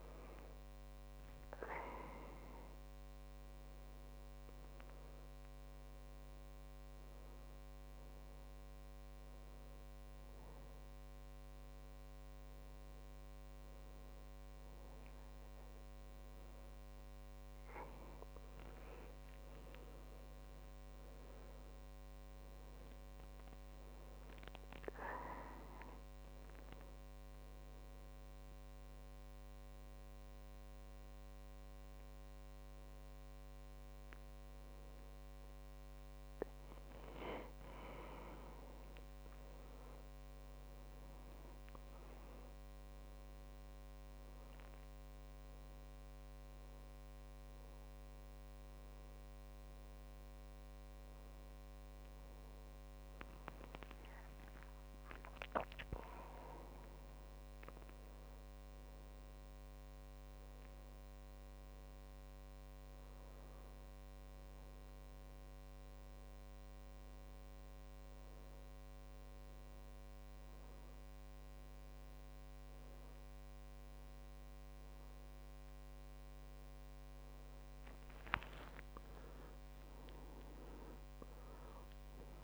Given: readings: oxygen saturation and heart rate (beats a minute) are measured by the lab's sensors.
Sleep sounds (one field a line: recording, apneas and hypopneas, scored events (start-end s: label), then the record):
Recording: breathing in sleep by a microphone on the trachea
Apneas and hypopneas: 2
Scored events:
21.00-25.00 s: arousal
27.50-37.50 s: hypopnea (oxygen 98% before, 96% lowest)
38.50-40.50 s: long interval between heartbeats (device-marked)
39.00-42.50 s: arousal
59.00-62.50 s: arousal
59.50-61.50 s: long interval between heartbeats (device-marked)
65.00-77.50 s: obstructive apnea (oxygen 98% before, 96% lowest)
70.00-82.44 s: new sleep stage, awake
72.50-74.50 s: long interval between heartbeats (device-marked)
From the record:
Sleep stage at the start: N2 (light sleep)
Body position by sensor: on the back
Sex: male